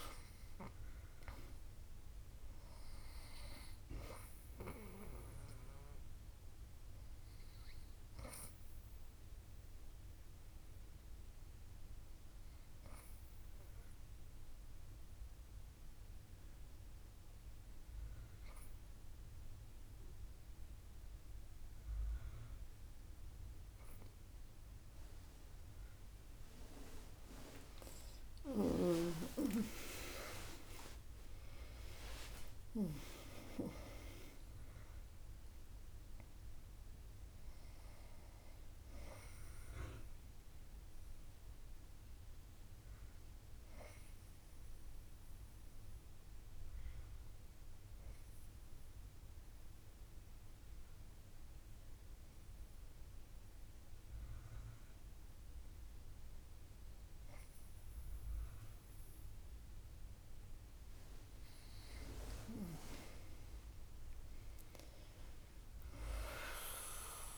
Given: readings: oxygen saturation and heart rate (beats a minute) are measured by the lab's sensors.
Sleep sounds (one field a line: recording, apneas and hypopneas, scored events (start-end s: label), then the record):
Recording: breathing in sleep by a room microphone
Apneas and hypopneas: 2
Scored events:
0.00-2.00 s: arousal
1.50-29.50 s: oxygen desaturation (device-marked, oxygen 99% before, 93% lowest, heart rate 62 before, 61 extreme)
11.00-27.00 s: obstructive apnea (oxygen 99% before, 93% lowest, heart rate 66 before, 61 extreme, up 48 after)
29.50-33.50 s: arousal
46.50-61.00 s: obstructive apnea (oxygen 98% before, 97% lowest, heart rate 82 before, 59 extreme, up 25 after)
63.00-66.50 s: arousal
From the record:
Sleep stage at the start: N2 (light sleep)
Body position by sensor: on the back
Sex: female